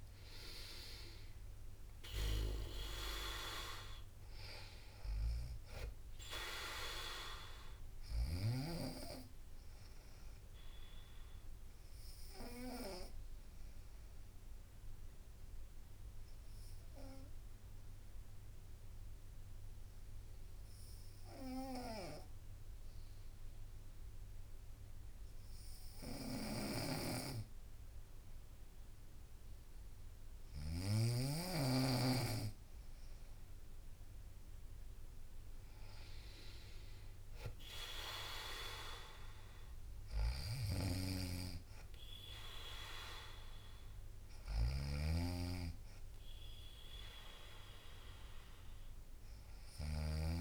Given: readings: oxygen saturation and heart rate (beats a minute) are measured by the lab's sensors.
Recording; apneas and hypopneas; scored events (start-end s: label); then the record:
breathing in sleep by a room microphone; 1
0.00-12.00 s: drop in pulse transit time (device-marked, heart rate 57 extreme)
0.00-26.00 s: oxygen desaturation (device-marked, oxygen 97% before, 92% lowest, heart rate 59 before, 57 extreme)
1.50-5.50 s: arousal
1.50-8.00 s: snoring (device-marked)
10.00-29.00 s: obstructive apnea (oxygen 97% before, 92% lowest, heart rate 60 before, 57 extreme, up 0 after)
11.00-35.00 s: bradycardia (device-marked, heart rate 61 before, 57 extreme)
25.50-30.50 s: snoring (device-marked)
31.50-35.00 s: arousal
35.00-47.00 s: drop in pulse transit time (device-marked, heart rate 59 before, 58 extreme)
38.00-50.41 s: oxygen desaturation (device-marked, oxygen 97% before, 92% lowest, heart rate 59 before, 57 extreme)
40.00-50.00 s: snoring (device-marked)
44.00-50.41 s: bradycardia (device-marked, heart rate 61 before, 57 extreme)
From the record:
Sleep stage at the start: N2 (light sleep); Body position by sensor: on the right side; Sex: female